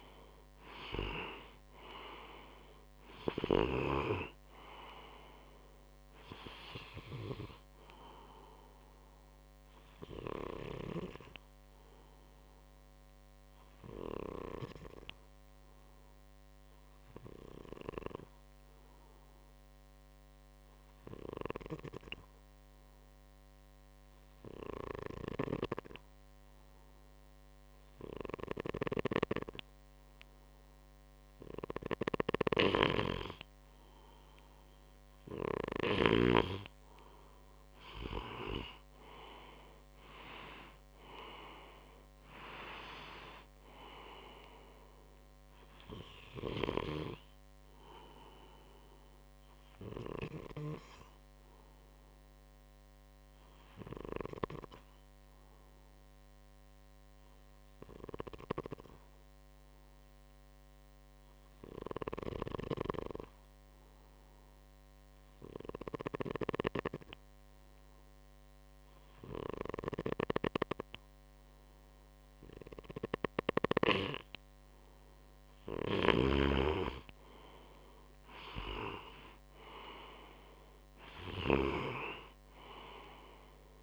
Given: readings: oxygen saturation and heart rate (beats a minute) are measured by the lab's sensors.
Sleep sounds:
breathing in sleep by a microphone on the trachea; 2
0.00-1.50 s: arousal
0.00-17.00 s: oxygen desaturation (device-marked, oxygen 93% lowest, heart rate 61 extreme)
10.50-32.00 s: obstructive apnea (oxygen 98% before, 93% lowest, heart rate 66 before, 61 extreme, up 4 after)
35.50-40.00 s: arousal
51.00-73.00 s: obstructive apnea (oxygen 97% before, 94% lowest, heart rate 65 before, 59 extreme, up 2 after)
76.50-81.50 s: arousal
From the record:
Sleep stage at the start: N2 (light sleep); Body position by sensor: on the right side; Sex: male

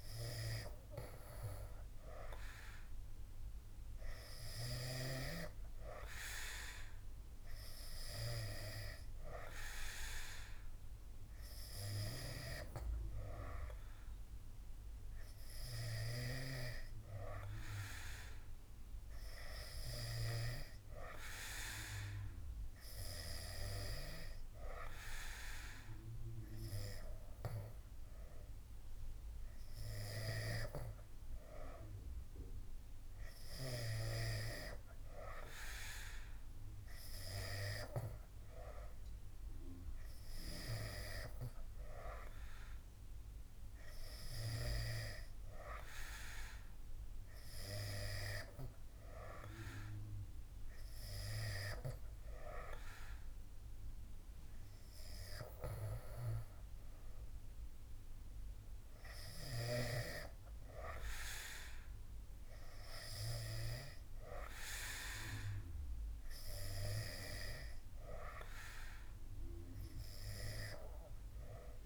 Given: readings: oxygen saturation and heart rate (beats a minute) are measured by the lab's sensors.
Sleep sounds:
breathing in sleep by a room microphone; none
none scored
From the record:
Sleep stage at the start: N3 (deep sleep); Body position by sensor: on the back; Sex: male

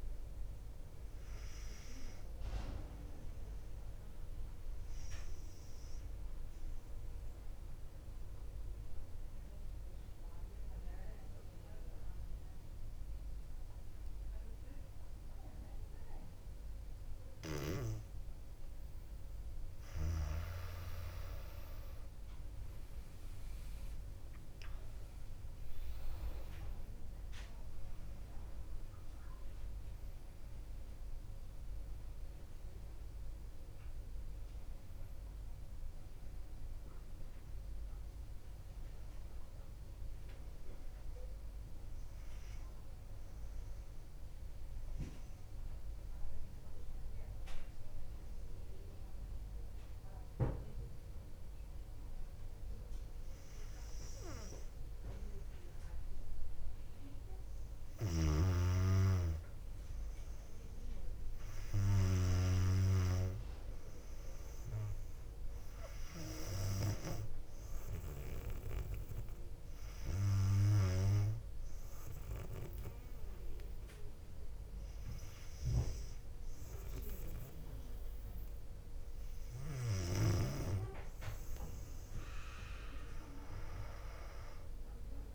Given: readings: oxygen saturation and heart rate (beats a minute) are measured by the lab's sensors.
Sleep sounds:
breathing in sleep by a room microphone; 2
0.00-8.00 s: oxygen desaturation (device-marked, oxygen 95% lowest, heart rate 55 extreme)
4.50-19.00 s: obstructive apnea (oxygen 99% before, 93% lowest, heart rate 59 before, 56 extreme, up 8 after)
23.50-27.50 s: arousal
27.00-47.00 s: oxygen desaturation (device-marked, oxygen 99% before, 93% lowest, heart rate 58 before, 58 extreme)
44.50-56.00 s: mixed apnea (oxygen 99% before, 95% lowest, heart rate 62 before, 58 extreme, up 1 after)
58.00-62.50 s: snoring (device-marked)
59.00-63.00 s: arousal
67.00-79.00 s: oxygen desaturation (device-marked, oxygen 99% before, 95% lowest, heart rate 59 before, 58 extreme)
83.00-85.35 s: arousal
From the record:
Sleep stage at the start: N2 (light sleep); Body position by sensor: on the back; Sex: female

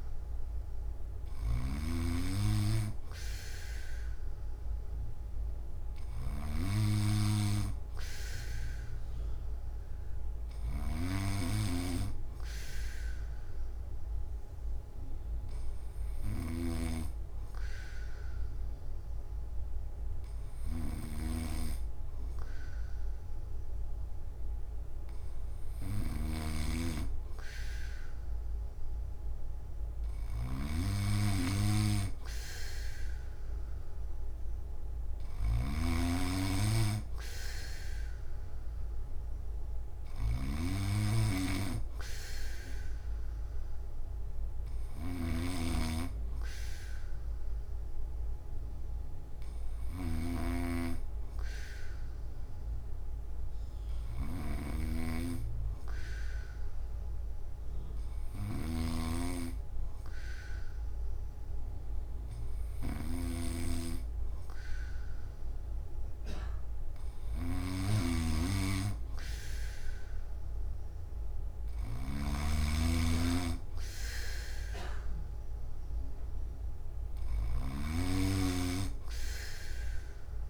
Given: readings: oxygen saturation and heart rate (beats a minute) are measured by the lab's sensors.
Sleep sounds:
breathing in sleep by a room microphone; none
0.00-80.50 s: snoring (device-marked)
From the record:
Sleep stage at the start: N2 (light sleep); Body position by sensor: on the back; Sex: male

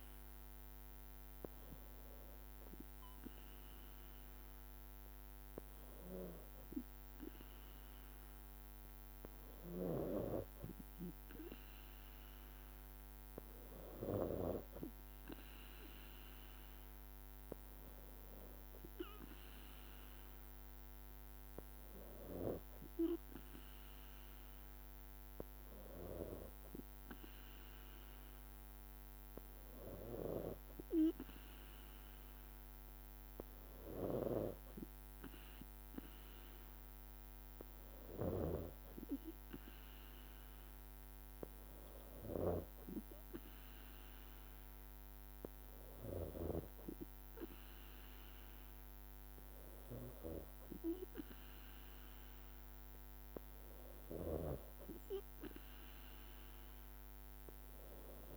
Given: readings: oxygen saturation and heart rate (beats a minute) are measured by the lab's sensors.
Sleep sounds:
breathing in sleep by a microphone on the trachea; none
none scored
From the record:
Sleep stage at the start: N3 (deep sleep); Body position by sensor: on the back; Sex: female

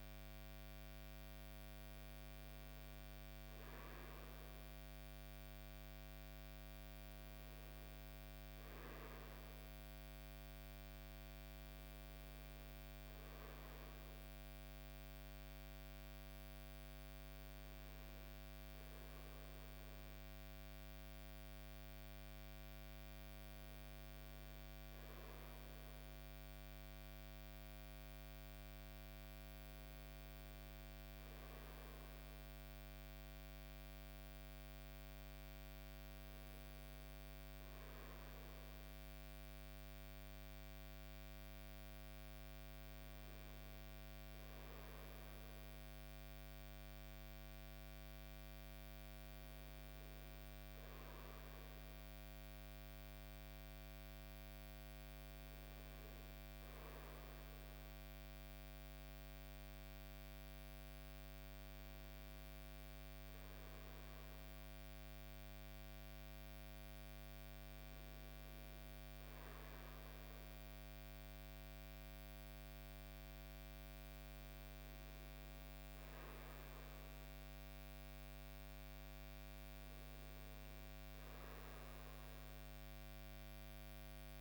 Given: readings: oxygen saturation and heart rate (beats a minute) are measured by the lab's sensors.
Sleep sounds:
breathing in sleep, hard to hear, by a microphone on the trachea; none
none scored
From the record:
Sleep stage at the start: REM sleep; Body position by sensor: on the front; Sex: male

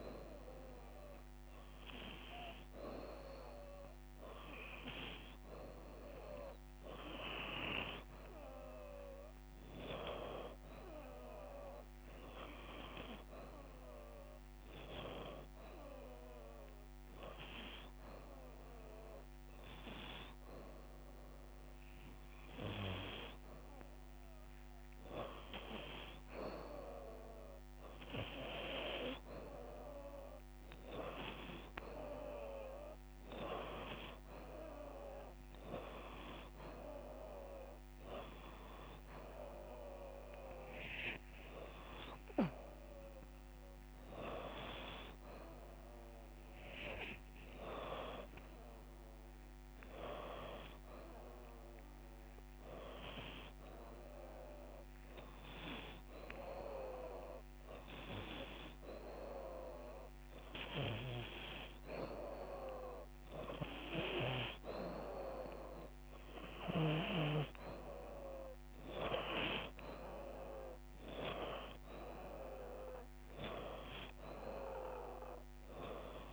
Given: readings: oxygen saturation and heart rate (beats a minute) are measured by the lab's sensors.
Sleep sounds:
breathing in sleep by a microphone on the trachea; none
9.50-11.50 s: long interval between heartbeats (device-marked, heart rate 72 before, 96 extreme)
11.50-14.50 s: bradycardia (device-marked, heart rate 89 before, 70 extreme)
13.50-24.50 s: oxygen desaturation (device-marked, oxygen 91% before, 88% lowest)
14.50-25.50 s: drop in pulse transit time (device-marked, heart rate 75 before, 46 extreme)
15.00-17.00 s: long interval between heartbeats (device-marked, heart rate 75 before, 46 extreme)
20.50-22.50 s: long interval between heartbeats (device-marked, heart rate 75 before, 92 extreme)
22.50-24.50 s: long interval between heartbeats (device-marked, heart rate 79 before, 105 extreme)
25.50-39.50 s: bradycardia (device-marked)
28.50-30.50 s: long interval between heartbeats (device-marked, heart rate 82 before, 50 extreme)
44.50-48.50 s: arousal
67.50-76.33 s: drop in pulse transit time (device-marked, heart rate 94 before, 96 extreme)
67.50-76.33 s: oxygen desaturation (device-marked, oxygen 91% before, 88% lowest, heart rate 94 before, 91 extreme)
From the record:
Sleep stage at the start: N2 (light sleep); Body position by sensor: upright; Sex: female

